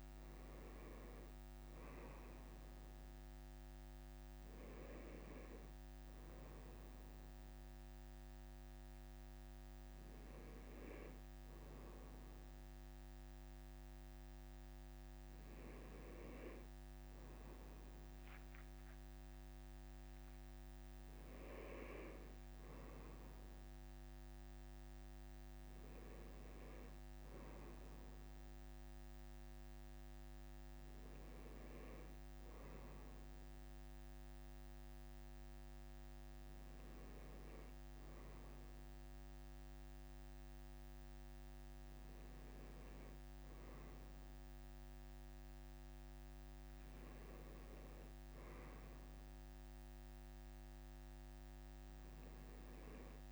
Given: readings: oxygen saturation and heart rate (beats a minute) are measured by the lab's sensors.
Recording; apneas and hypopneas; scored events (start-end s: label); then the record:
a person awake in a sleep study, hard to hear, by a microphone on the trachea; none
30.50-53.32 s: new sleep stage, N1 (lightest sleep)
From the record:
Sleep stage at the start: awake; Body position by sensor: on the right side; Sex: male